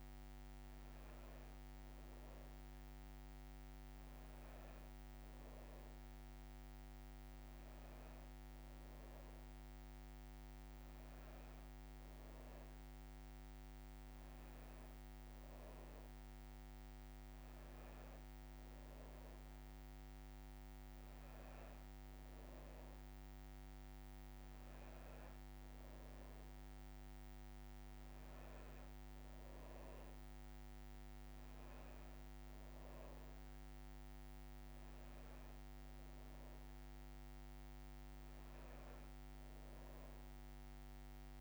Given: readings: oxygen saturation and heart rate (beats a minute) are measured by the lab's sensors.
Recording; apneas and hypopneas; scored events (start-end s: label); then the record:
breathing in sleep, hard to hear, by a microphone on the trachea; none
none scored
From the record:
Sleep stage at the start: N2 (light sleep); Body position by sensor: on the back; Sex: female